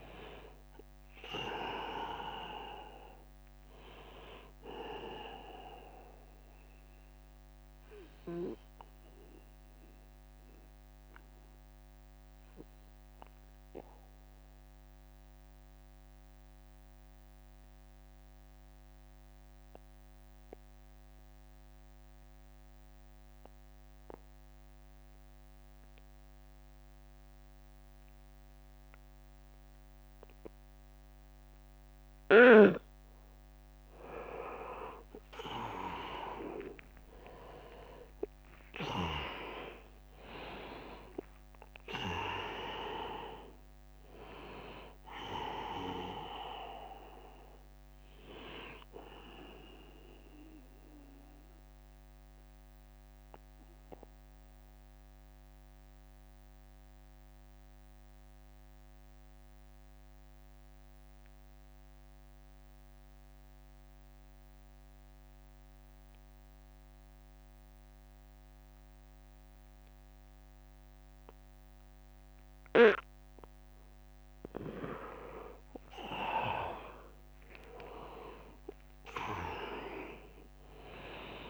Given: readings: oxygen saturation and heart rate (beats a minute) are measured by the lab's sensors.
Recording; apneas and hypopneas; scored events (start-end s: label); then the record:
breathing in sleep by a microphone on the trachea; 2
0.00-3.00 s: drop in pulse transit time (device-marked, heart rate 80 extreme)
0.00-17.00 s: oxygen desaturation (device-marked, oxygen 80% lowest, heart rate 71 extreme)
7.50-32.00 s: mixed apnea (oxygen 100% before, 80% lowest, heart rate 81 before, 71 extreme, up 3 after)
35.00-61.00 s: oxygen desaturation (device-marked, oxygen 100% before, 82% lowest, heart rate 76 before, 66 extreme)
35.50-40.50 s: arousal
36.00-49.00 s: drop in pulse transit time (device-marked, heart rate 76 before, 72 extreme)
45.50-47.50 s: long interval between heartbeats (device-marked, heart rate 75 before, 81 extreme)
50.00-73.50 s: mixed apnea (oxygen 100% before, 82% lowest, heart rate 77 before, 66 extreme, up 24 after)
76.00-80.00 s: arousal
76.00-81.50 s: drop in pulse transit time (device-marked, heart rate 77 before, 79 extreme)
77.00-81.50 s: oxygen desaturation (device-marked, oxygen 100% before, 85% lowest, heart rate 77 before, 67 extreme)
From the record:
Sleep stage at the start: N2 (light sleep); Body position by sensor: on the back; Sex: male